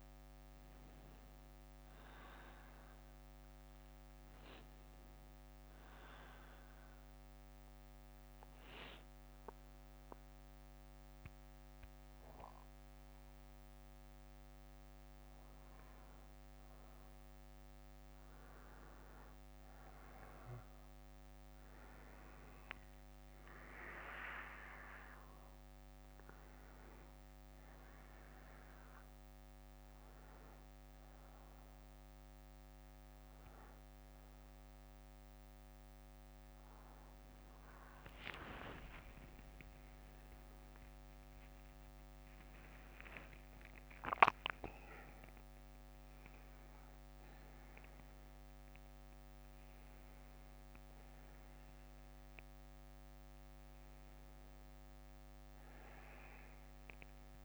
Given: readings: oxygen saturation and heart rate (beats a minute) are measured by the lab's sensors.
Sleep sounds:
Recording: breathing in sleep by a microphone on the trachea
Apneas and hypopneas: 1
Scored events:
0.00-5.00 s: oxygen desaturation (device-marked, oxygen 93% lowest, heart rate 53 extreme)
5.50-18.00 s: obstructive apnea (oxygen 98% before, 92% lowest, heart rate 63 before, 53 extreme, up 16 after)
8.00-15.00 s: bradycardia (device-marked, heart rate 65 before, 53 extreme)
23.00-50.00 s: oxygen desaturation (device-marked, oxygen 97% before, 92% lowest, heart rate 63 before, 49 extreme)
38.50-44.50 s: arousal
54.00-57.45 s: bradycardia (device-marked, heart rate 66 before, 49 extreme)
From the record:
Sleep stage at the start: N1 (lightest sleep)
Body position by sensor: on the back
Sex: male

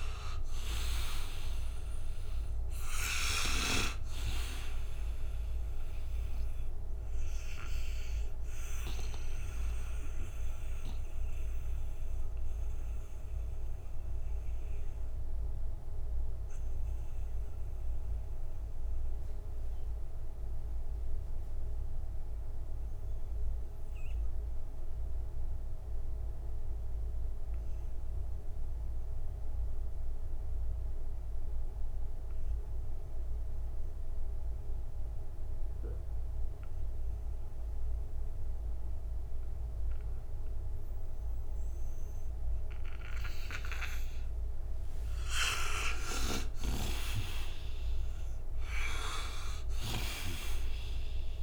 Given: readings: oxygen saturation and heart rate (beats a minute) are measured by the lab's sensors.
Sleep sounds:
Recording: breathing in sleep by a room microphone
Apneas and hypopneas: 1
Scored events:
0.00-27.00 s: oxygen desaturation (device-marked, oxygen 83% lowest, heart rate 59 extreme)
10.50-44.50 s: mixed apnea (oxygen 98% before, 79% lowest, heart rate 73 before, 59 extreme, up 56 after)
41.00-51.43 s: oxygen desaturation (device-marked, oxygen 98% before, 79% lowest, heart rate 62 before, 58 extreme)
46.00-51.43 s: arousal
46.00-51.43 s: snoring (device-marked)
From the record:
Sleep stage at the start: N2 (light sleep)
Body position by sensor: on the right side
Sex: male

